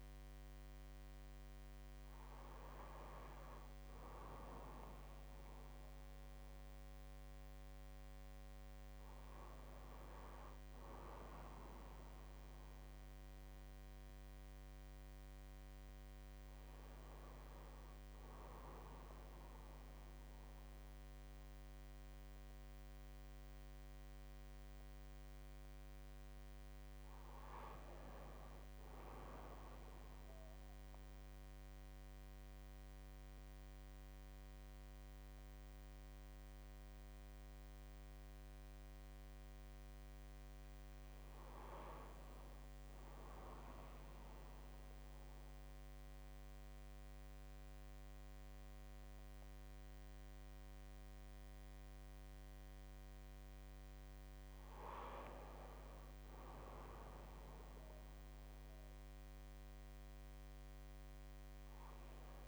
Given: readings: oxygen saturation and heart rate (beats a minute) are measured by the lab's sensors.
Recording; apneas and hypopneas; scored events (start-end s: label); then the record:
breathing in sleep by a microphone on the trachea; 1
38.00-41.50 s: arousal
44.00-56.00 s: central apnea (oxygen 98% before, 96% lowest, heart rate 68 before, 66 extreme, up 3 after)
58.00-62.48 s: arousal
From the record:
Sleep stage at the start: N1 (lightest sleep); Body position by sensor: on the right side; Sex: male